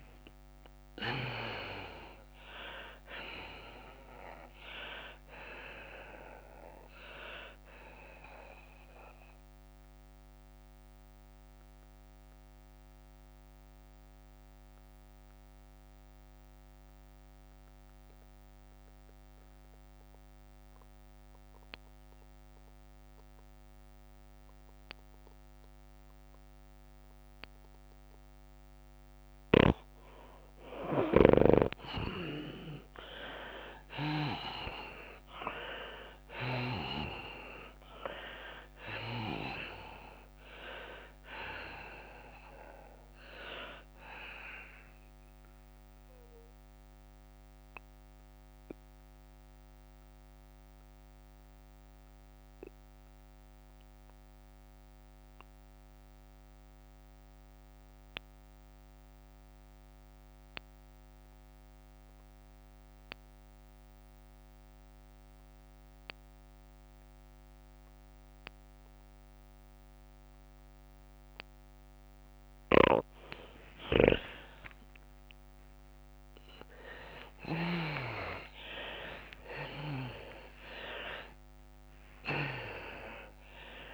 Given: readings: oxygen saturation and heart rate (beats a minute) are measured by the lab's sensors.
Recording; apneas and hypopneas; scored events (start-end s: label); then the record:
breathing in sleep by a microphone on the trachea; 2
0.00-3.00 s: arousal
0.00-16.00 s: tachycardia (device-marked, heart rate 106 extreme)
0.00-23.00 s: oxygen desaturation (device-marked, oxygen 84% lowest, heart rate 96 extreme)
3.00-16.00 s: drop in pulse transit time (device-marked, heart rate 100 before, 103 extreme)
11.00-30.00 s: mixed apnea (oxygen 98% before, 84% lowest, heart rate 102 before, 96 extreme, up 7 after)
30.00-50.00 s: tachycardia (device-marked, heart rate 105 before, 107 extreme)
30.00-53.00 s: oxygen desaturation (device-marked, oxygen 99% before, 86% lowest, heart rate 100 before, 95 extreme)
33.50-37.50 s: arousal
36.00-57.00 s: drop in pulse transit time (device-marked, heart rate 99 before, 97 extreme)
47.00-72.50 s: mixed apnea (oxygen 99% before, 84% lowest, heart rate 103 before, 95 extreme, up 23 after)
68.00-83.94 s: oxygen desaturation (device-marked, oxygen 98% before, 84% lowest, heart rate 98 before, 98 extreme)
73.00-78.50 s: snoring (device-marked)
74.00-83.94 s: tachycardia (device-marked, heart rate 104 before, 133 extreme)
76.00-81.50 s: arousal
78.00-83.94 s: drop in pulse transit time (device-marked, heart rate 96 before, 105 extreme)
78.50-80.50 s: long interval between heartbeats (device-marked, heart rate 96 before, 111 extreme)
80.50-82.50 s: long interval between heartbeats (device-marked, heart rate 98 before, 118 extreme)
From the record:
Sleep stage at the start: N2 (light sleep); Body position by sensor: on the left side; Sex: female